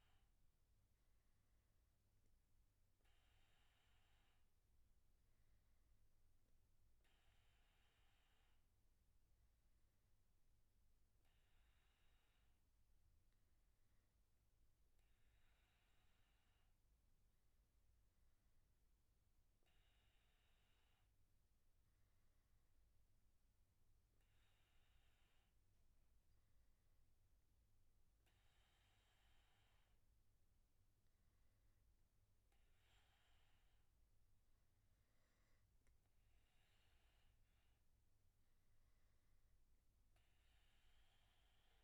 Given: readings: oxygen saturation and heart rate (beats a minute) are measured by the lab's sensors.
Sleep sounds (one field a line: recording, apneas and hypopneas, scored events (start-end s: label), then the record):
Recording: breathing in sleep, hard to hear, by a room microphone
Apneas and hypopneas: none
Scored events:
none scored
From the record:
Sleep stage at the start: N1 (lightest sleep)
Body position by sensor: on the back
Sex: male